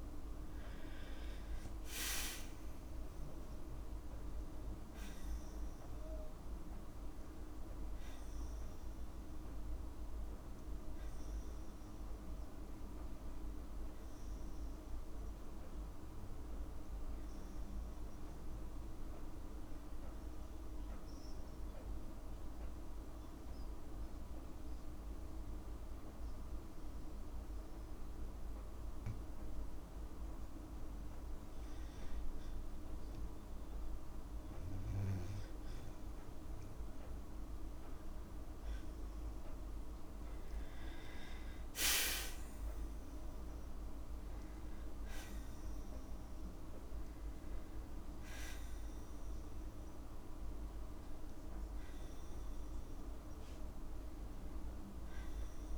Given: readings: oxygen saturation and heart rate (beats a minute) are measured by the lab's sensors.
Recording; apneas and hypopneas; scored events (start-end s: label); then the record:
breathing in sleep, hard to hear, by a room microphone; 1
0.00-12.50 s: oxygen desaturation (device-marked, oxygen 92% lowest, heart rate 84 extreme)
13.00-16.50 s: arousal
20.00-33.00 s: hypopnea (oxygen 95% before, 93% lowest, heart rate 89 before, 85 extreme, up 3 after)
35.00-38.00 s: arousal
From the record:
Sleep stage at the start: N2 (light sleep); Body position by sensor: on the right side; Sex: female